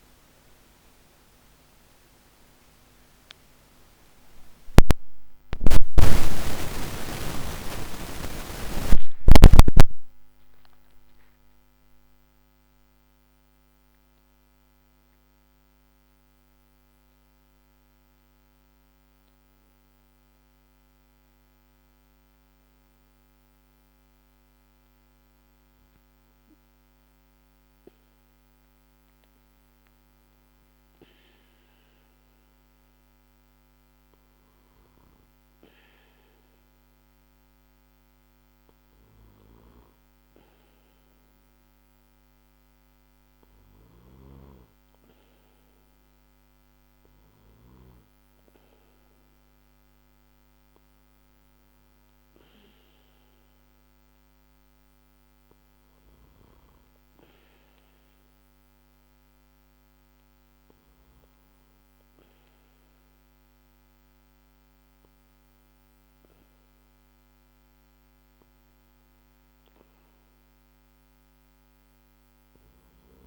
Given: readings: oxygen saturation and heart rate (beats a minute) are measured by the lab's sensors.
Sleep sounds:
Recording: breathing in sleep by a microphone on the trachea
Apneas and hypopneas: none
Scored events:
4.00-10.00 s: arousal
From the record:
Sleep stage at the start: N2 (light sleep)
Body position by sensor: on the back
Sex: male

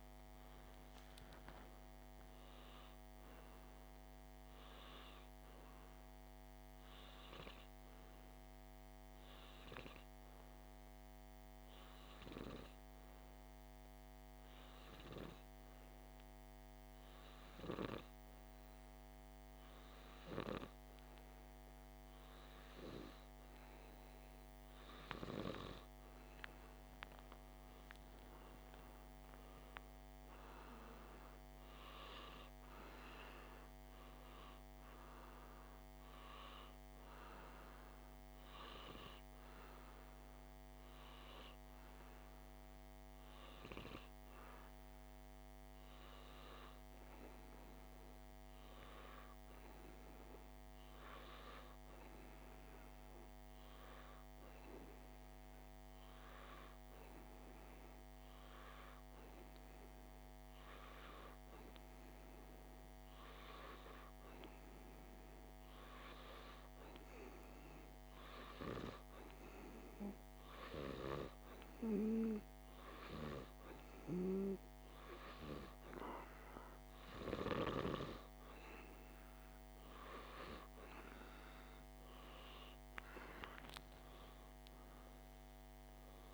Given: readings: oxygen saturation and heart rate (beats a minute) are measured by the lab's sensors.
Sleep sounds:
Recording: breathing in sleep by a microphone on the trachea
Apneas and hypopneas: 2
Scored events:
3.00-6.50 s: arousal
9.50-25.50 s: hypopnea (oxygen 97% before, 94% lowest, heart rate 59 before, 43 extreme, up 16 after)
27.00-30.50 s: arousal
36.50-38.50 s: oxygen desaturation (device-marked, oxygen 97% before, 94% lowest, heart rate 53 before, 43 extreme)
38.50-49.50 s: hypopnea (oxygen 97% before, 94% lowest, heart rate 58 before, 43 extreme, up 5 after)
52.00-56.00 s: arousal
From the record:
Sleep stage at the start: N2 (light sleep)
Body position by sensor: on the back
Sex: male

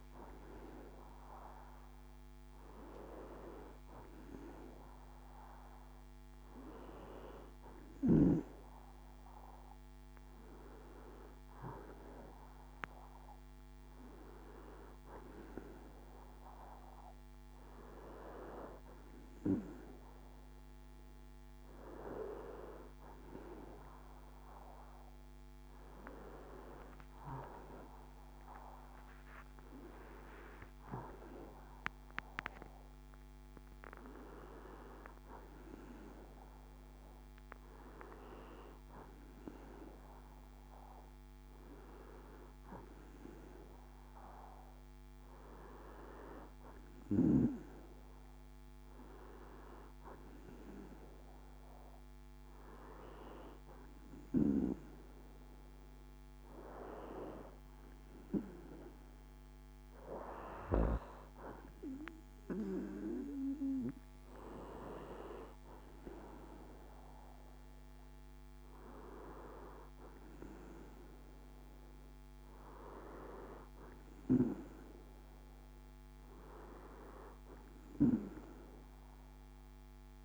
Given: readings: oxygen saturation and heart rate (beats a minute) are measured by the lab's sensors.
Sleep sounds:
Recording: a person awake in a sleep study, by a microphone on the trachea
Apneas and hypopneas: none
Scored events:
none scored
From the record:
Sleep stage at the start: awake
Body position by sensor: on the back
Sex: female

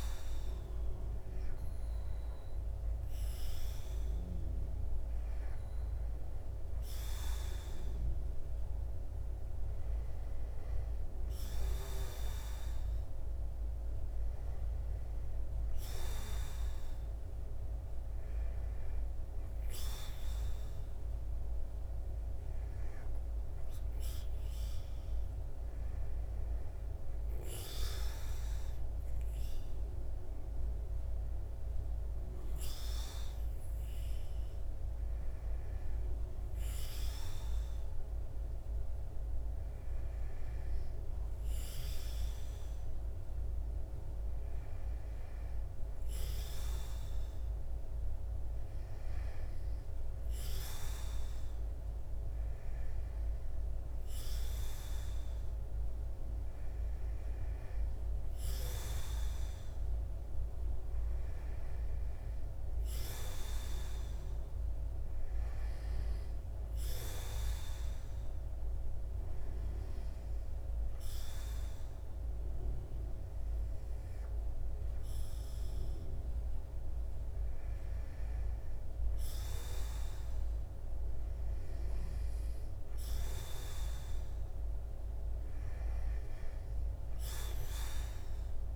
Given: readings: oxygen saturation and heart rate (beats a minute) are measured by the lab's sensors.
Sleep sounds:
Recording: breathing in sleep, hard to hear, by a room microphone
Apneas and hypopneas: none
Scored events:
none scored
From the record:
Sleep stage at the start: N2 (light sleep)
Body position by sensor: on the back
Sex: male

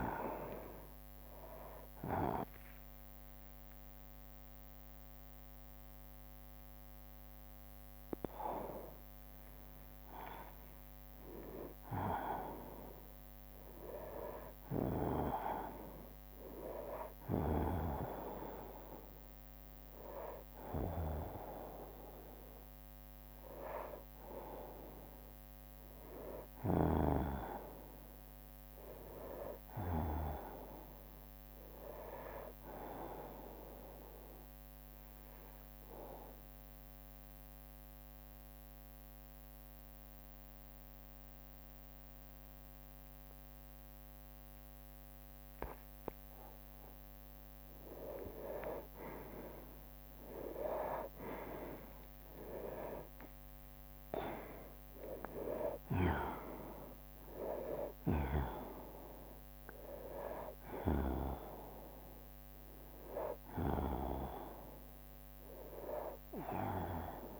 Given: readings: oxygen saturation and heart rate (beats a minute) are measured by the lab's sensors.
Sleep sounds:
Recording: breathing in sleep by a microphone on the trachea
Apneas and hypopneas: 1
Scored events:
0.00-9.50 s: drop in pulse transit time (device-marked, heart rate 65 extreme)
1.50-31.50 s: new sleep stage, N1 (lightest sleep)
9.50-19.50 s: oxygen desaturation (device-marked, oxygen 92% before, 89% lowest, heart rate 95 before, 62 extreme)
25.50-27.50 s: drop in pulse transit time (device-marked, heart rate 67 before, 65 extreme)
28.50-32.50 s: arousal
31.50-67.39 s: new sleep stage, N2 (light sleep)
35.50-47.00 s: obstructive apnea (oxygen 98% before, 91% lowest, heart rate 67 before, 61 extreme, up 9 after)
38.50-42.50 s: drop in pulse transit time (device-marked, heart rate 66 before, 63 extreme)
49.00-53.00 s: arousal
51.50-61.50 s: drop in pulse transit time (device-marked, heart rate 64 before, 66 extreme)
52.50-67.39 s: oxygen desaturation (device-marked, oxygen 96% before, 91% lowest, heart rate 64 before, 59 extreme)
From the record:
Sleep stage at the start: N2 (light sleep)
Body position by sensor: on the right side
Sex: male

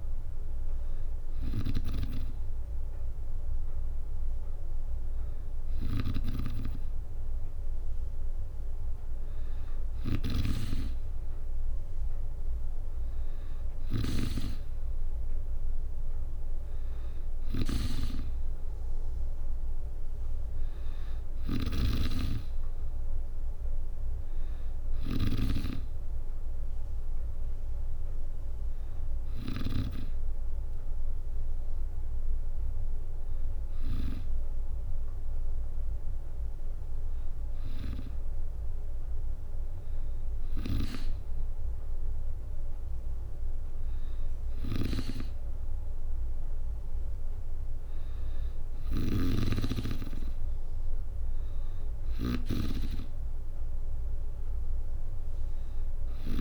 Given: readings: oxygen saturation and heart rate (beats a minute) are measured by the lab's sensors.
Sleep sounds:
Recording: breathing in sleep by a room microphone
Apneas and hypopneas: none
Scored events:
0.00-29.50 s: snoring (device-marked)
40.00-56.00 s: snoring (device-marked)
From the record:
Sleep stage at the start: N2 (light sleep)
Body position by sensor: on the back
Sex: female

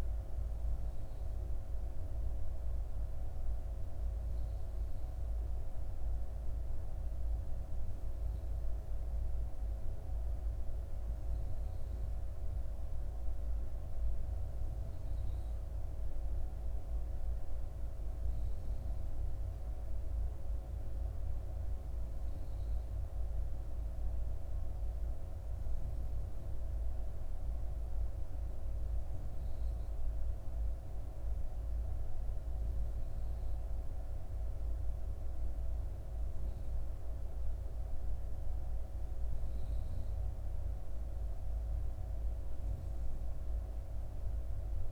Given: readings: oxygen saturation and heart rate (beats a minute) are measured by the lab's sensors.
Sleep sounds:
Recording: breathing in sleep, hard to hear, by a room microphone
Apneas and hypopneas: none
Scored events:
none scored
From the record:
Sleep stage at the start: N3 (deep sleep)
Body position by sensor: on the back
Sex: female

